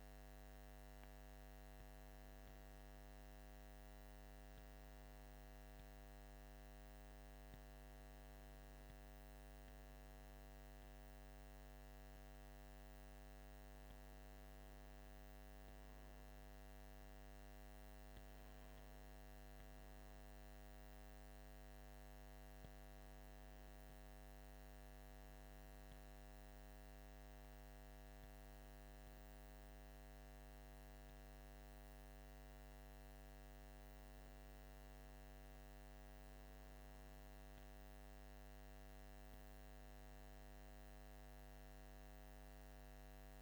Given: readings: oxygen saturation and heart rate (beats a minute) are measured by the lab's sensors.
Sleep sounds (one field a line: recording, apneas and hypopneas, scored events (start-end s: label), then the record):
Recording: breathing in sleep, hard to hear, by a microphone on the trachea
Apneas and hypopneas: none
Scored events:
none scored
From the record:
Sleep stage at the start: N1 (lightest sleep)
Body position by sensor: on the right side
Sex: male